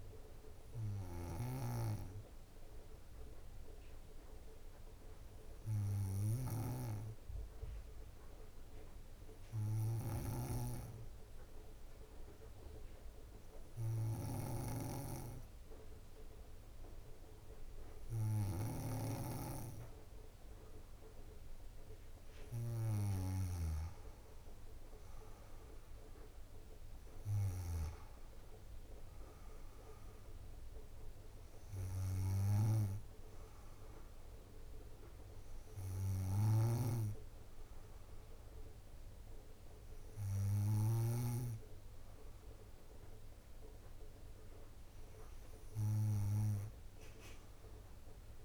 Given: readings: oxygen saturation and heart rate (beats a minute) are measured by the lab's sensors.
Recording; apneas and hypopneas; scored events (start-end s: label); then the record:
breathing in sleep by a room microphone; 1
1.00-22.00 s: obstructive apnea (oxygen 97% before, 93% lowest, heart rate 61 before, 55 extreme, up 7 after)
18.00-48.00 s: oxygen desaturation (device-marked, oxygen 97% before, 93% lowest, heart rate 62 before, 55 extreme)
24.50-28.00 s: arousal
36.50-41.50 s: snoring (device-marked)
From the record:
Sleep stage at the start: N2 (light sleep); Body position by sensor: on the back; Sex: female